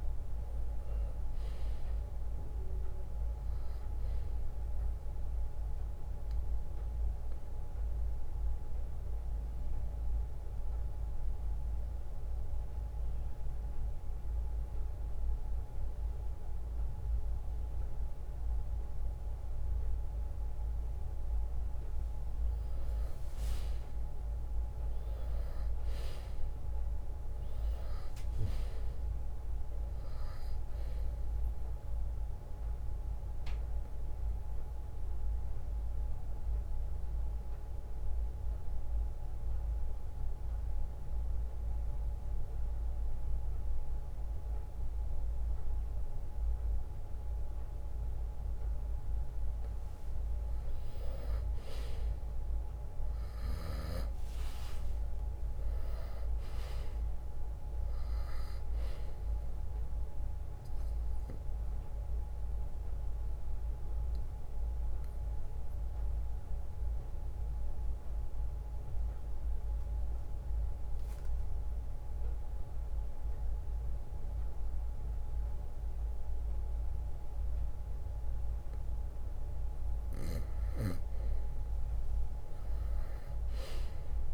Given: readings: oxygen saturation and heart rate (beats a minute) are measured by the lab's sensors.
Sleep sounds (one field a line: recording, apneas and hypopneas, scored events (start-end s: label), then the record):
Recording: breathing in sleep, hard to hear, by a room microphone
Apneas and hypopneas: 3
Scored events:
0.00-13.50 s: drop in pulse transit time (device-marked, heart rate 57 extreme)
0.50-22.50 s: oxygen desaturation (device-marked, oxygen 98% before, 91% lowest, heart rate 59 before, 57 extreme)
5.50-20.50 s: obstructive apnea (oxygen 98% before, 91% lowest, heart rate 60 before, 57 extreme, up 6 after)
8.50-22.50 s: bradycardia (device-marked, heart rate 67 before, 57 extreme)
23.50-28.00 s: arousal
28.50-38.50 s: drop in pulse transit time (device-marked, heart rate 59 before, 62 extreme)
33.00-50.00 s: obstructive apnea (oxygen 97% before, 90% lowest, heart rate 60 before, 57 extreme, up 11 after)
34.50-50.50 s: oxygen desaturation (device-marked, oxygen 97% before, 92% lowest, heart rate 61 before, 57 extreme)
37.50-48.50 s: bradycardia (device-marked, heart rate 67 before, 57 extreme)
53.50-58.00 s: arousal
53.50-66.50 s: drop in pulse transit time (device-marked, heart rate 60 before, 63 extreme)
62.00-79.00 s: obstructive apnea (oxygen 97% before, 90% lowest, heart rate 62 before, 58 extreme, up 6 after)
66.50-79.50 s: bradycardia (device-marked, heart rate 67 before, 58 extreme)
83.00-84.34 s: arousal
From the record:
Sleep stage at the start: N2 (light sleep)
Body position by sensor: on the right side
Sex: male